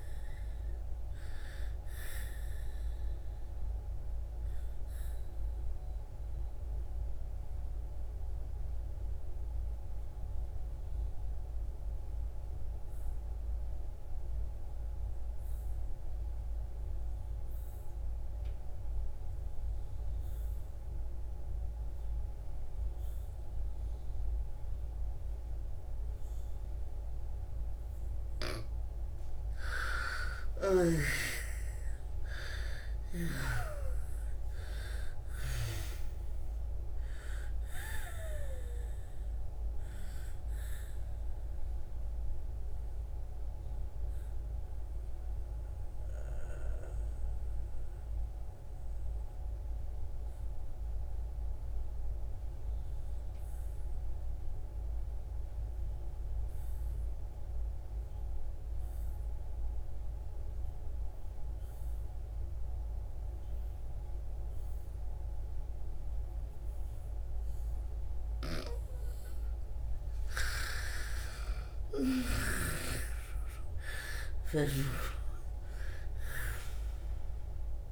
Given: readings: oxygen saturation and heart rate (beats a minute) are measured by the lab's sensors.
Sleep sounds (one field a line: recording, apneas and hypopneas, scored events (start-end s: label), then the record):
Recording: breathing in sleep by a room microphone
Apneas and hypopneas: 2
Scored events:
0.00-19.50 s: oxygen desaturation (device-marked, oxygen 82% lowest, heart rate 57 extreme)
2.50-27.50 s: obstructive apnea (oxygen 98% before, 80% lowest, heart rate 66 before, 57 extreme, up 12 after)
28.50-55.50 s: oxygen desaturation (device-marked, oxygen 98% before, 80% lowest, heart rate 60 before, 58 extreme)
31.00-35.50 s: arousal
40.00-68.00 s: obstructive apnea (oxygen 98% before, 78% lowest, heart rate 67 before, 57 extreme, up 13 after)
61.50-77.91 s: oxygen desaturation (device-marked, oxygen 98% before, 78% lowest, heart rate 61 before, 57 extreme)
69.50-74.00 s: arousal
From the record:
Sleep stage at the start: N2 (light sleep)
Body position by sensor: on the back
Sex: female